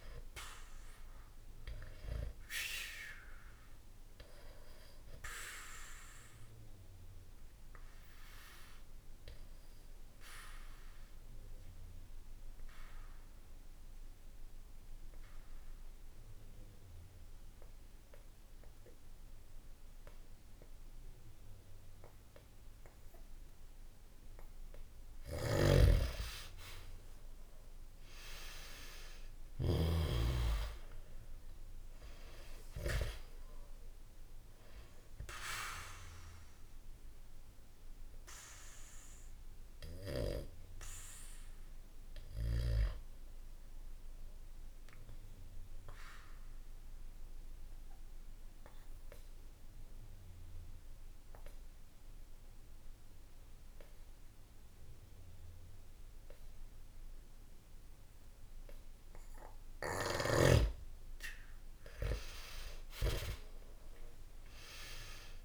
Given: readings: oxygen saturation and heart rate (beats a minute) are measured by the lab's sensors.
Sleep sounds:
breathing in sleep by a room microphone; 2
0.00-17.50 s: oxygen desaturation (device-marked, oxygen 90% lowest, heart rate 63 extreme)
2.00-24.00 s: obstructive apnea (oxygen 98% before, 90% lowest, heart rate 65 before, 63 extreme)
25.00-30.00 s: snoring (device-marked)
26.00-30.50 s: arousal
34.50-54.50 s: oxygen desaturation (device-marked, oxygen 97% before, 91% lowest, heart rate 66 before, 64 extreme)
37.50-60.50 s: obstructive apnea (oxygen 98% before, 91% lowest, heart rate 65 before, 64 extreme, up 0 after)
62.50-65.44 s: arousal
From the record:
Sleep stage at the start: N2 (light sleep); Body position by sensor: on the back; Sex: male

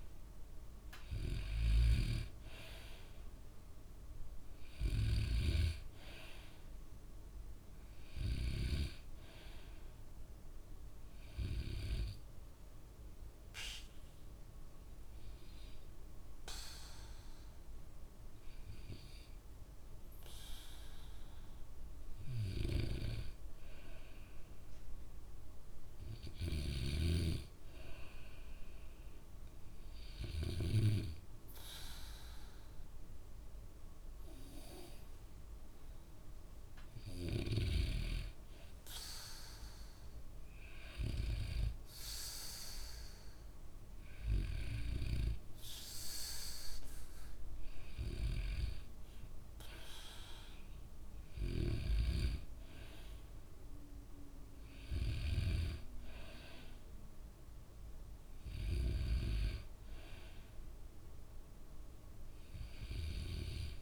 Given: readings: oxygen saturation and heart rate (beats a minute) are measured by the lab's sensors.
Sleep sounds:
breathing in sleep by a room microphone; 1
0.00-11.00 s: oxygen desaturation (device-marked, oxygen 92% lowest, heart rate 65 extreme)
13.50-24.50 s: hypopnea (oxygen 97% before, 94% lowest, heart rate 68 before, 65 extreme, up 1 after)
26.00-29.00 s: arousal
26.50-31.00 s: snoring (device-marked)
From the record:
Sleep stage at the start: N2 (light sleep); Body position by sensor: on the back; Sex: male

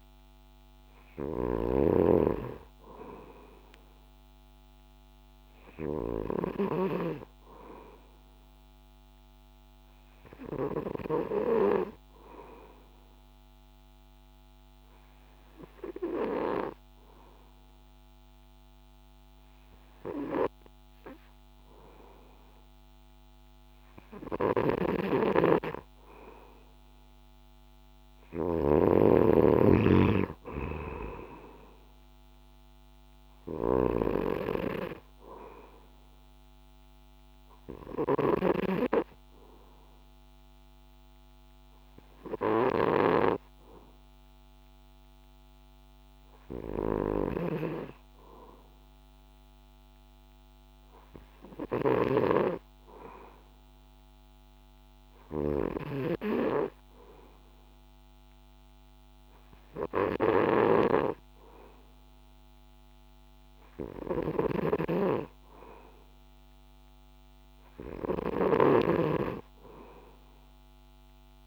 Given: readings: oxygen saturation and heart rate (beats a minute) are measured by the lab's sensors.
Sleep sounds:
breathing in sleep by a microphone on the trachea; 2
0.00-6.50 s: snoring (device-marked)
13.50-26.50 s: hypopnea (oxygen 95% before, 91% lowest, heart rate 65 before, 64 extreme, up 3 after)
24.50-71.47 s: snoring (device-marked)
30.00-34.00 s: arousal
30.00-53.00 s: oxygen desaturation (device-marked, oxygen 95% before, 91% lowest, heart rate 65 before, 63 extreme)
41.50-65.00 s: hypopnea (oxygen 95% before, 91% lowest, heart rate 65 before, 63 extreme, up 3 after)
68.50-71.47 s: arousal
From the record:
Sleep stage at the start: N2 (light sleep); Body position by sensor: on the back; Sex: male

